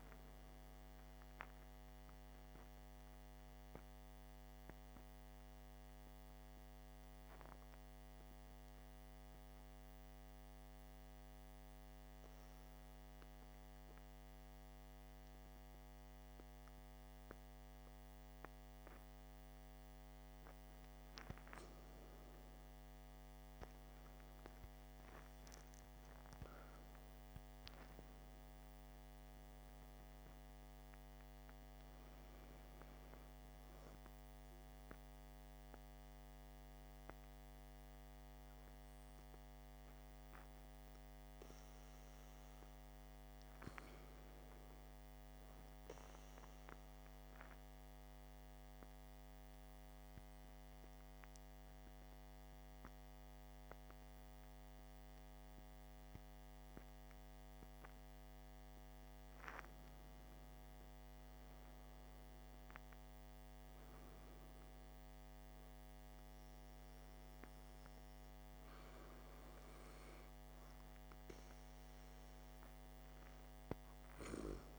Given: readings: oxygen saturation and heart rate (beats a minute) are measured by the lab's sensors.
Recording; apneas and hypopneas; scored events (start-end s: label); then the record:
breathing in sleep, hard to hear, by a microphone on the trachea; 1
2.00-19.50 s: hypopnea (oxygen 97% before, 95% lowest, heart rate 62 before, 51 extreme, up 18 after)
23.00-28.00 s: arousal
From the record:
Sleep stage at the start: N2 (light sleep); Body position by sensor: on the back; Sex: male